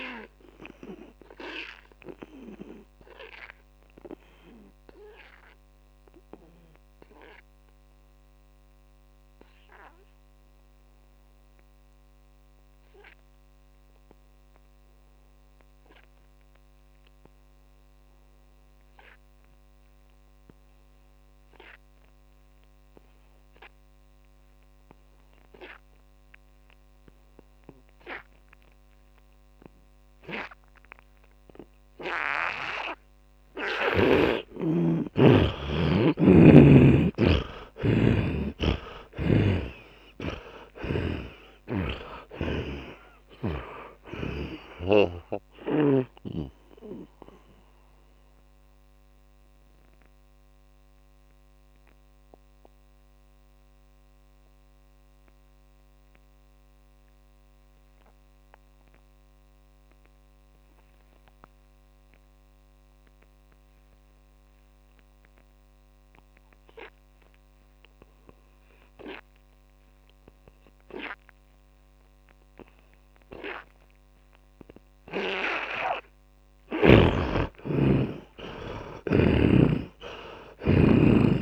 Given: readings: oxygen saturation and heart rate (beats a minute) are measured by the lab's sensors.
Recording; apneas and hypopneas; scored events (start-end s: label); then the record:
breathing in sleep by a microphone on the trachea; 2
0.00-21.50 s: oxygen desaturation (device-marked, oxygen 78% lowest, heart rate 49 extreme)
0.50-33.50 s: obstructive apnea (oxygen 100% before, 77% lowest, heart rate 59 before, 49 extreme, up 57 after)
29.50-65.50 s: oxygen desaturation (device-marked, oxygen 100% before, 77% lowest, heart rate 57 before, 51 extreme)
35.50-39.50 s: arousal
37.50-43.50 s: tachycardia (device-marked, heart rate 48 before, 116 extreme)
39.00-42.50 s: snoring (device-marked)
48.00-76.00 s: mixed apnea (oxygen 100% before, 76% lowest, heart rate 78 before, 51 extreme, up 35 after)
77.50-81.42 s: oxygen desaturation (device-marked, oxygen 100% before, 76% lowest, heart rate 57 before, 50 extreme)
78.00-81.42 s: arousal
79.50-81.42 s: snoring (device-marked)
From the record:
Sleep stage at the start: N2 (light sleep); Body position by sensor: on the right side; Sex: male